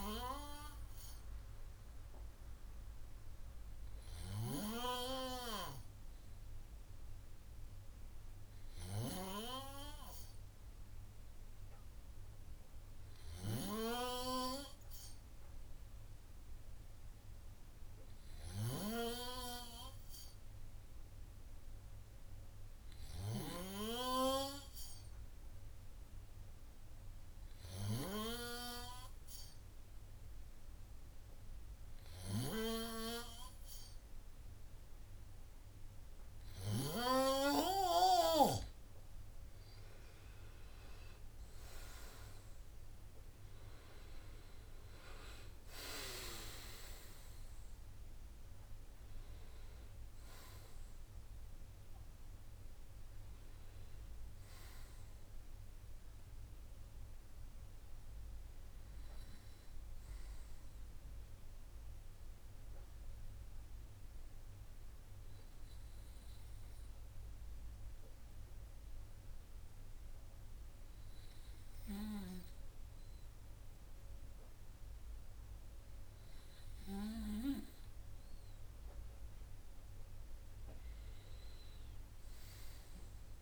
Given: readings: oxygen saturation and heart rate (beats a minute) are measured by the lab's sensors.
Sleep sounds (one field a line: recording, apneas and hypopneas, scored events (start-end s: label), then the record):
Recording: breathing in sleep by a room microphone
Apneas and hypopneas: 2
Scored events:
19.00-32.50 s: hypopnea (oxygen 97% before, 93% lowest, heart rate 95 before, 93 extreme, up 56 after)
41.00-45.00 s: arousal
62.00-78.00 s: hypopnea (oxygen 95% before, 95% lowest, heart rate 128 before, 48 extreme, up 46 after)
From the record:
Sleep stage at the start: N2 (light sleep)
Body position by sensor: on the right side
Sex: male